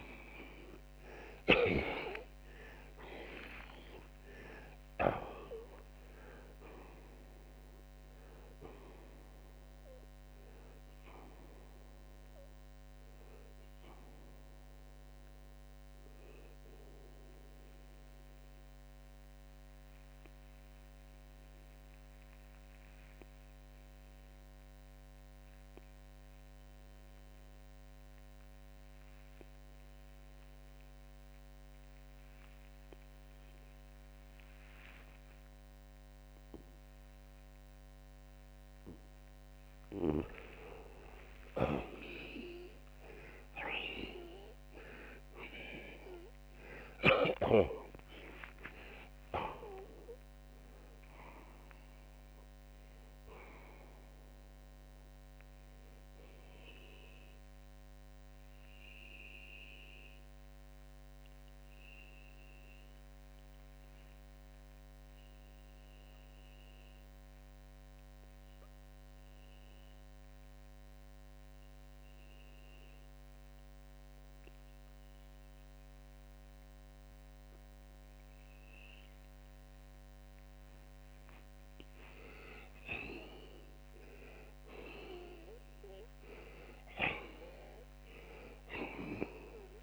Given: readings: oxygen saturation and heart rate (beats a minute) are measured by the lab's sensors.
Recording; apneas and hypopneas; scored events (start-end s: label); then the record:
breathing in sleep by a microphone on the trachea; 2
0.00-1.00 s: snoring (device-marked)
0.00-4.00 s: arousal
14.00-37.50 s: obstructive apnea (oxygen 92% before, 78% lowest, heart rate 116 before, 60 extreme, up 32 after)
21.50-45.50 s: oxygen desaturation (device-marked, oxygen 88% before, 78% lowest, heart rate 103 before, 64 extreme)
40.50-44.00 s: arousal
56.00-80.50 s: obstructive apnea (oxygen 92% before, 80% lowest, heart rate 87 before, 60 extreme, up 18 after)
66.50-87.50 s: oxygen desaturation (device-marked, oxygen 90% before, 81% lowest, heart rate 76 before, 66 extreme)
85.50-89.83 s: arousal
From the record:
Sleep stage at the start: N2 (light sleep); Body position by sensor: on the left side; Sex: male